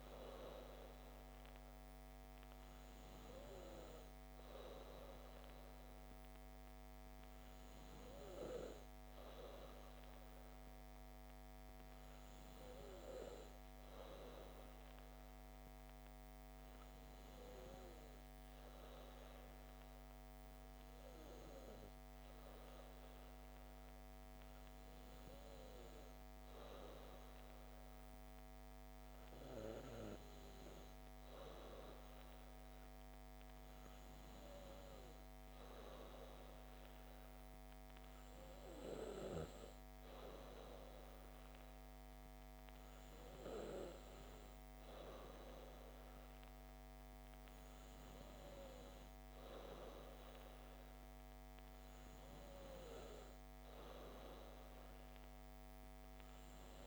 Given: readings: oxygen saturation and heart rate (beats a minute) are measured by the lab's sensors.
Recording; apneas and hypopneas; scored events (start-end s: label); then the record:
breathing in sleep by a microphone on the trachea; none
none scored
From the record:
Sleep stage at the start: N2 (light sleep); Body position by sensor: on the back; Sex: female